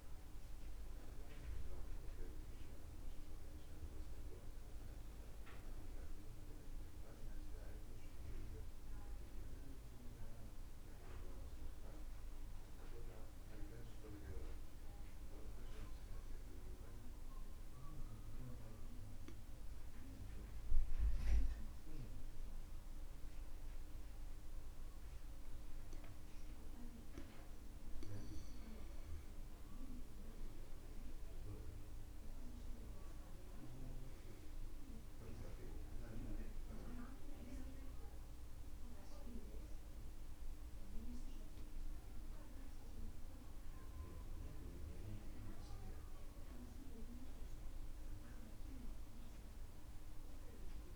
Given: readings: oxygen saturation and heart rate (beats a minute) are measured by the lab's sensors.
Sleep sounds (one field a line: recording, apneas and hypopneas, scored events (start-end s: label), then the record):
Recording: breathing in sleep by a room microphone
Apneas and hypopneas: 1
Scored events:
0.00-22.50 s: oxygen desaturation (device-marked, oxygen 90% lowest, heart rate 61 extreme)
10.50-28.00 s: obstructive apnea (oxygen 98% before, 90% lowest, heart rate 70 before, 61 extreme, up 9 after)
29.50-33.50 s: arousal
31.50-50.96 s: new sleep stage, N2 (light sleep)
46.50-50.96 s: oxygen desaturation (device-marked, oxygen 96% before, 92% lowest, heart rate 68 before, 64 extreme)
From the record:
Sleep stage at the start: REM sleep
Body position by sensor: on the back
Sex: male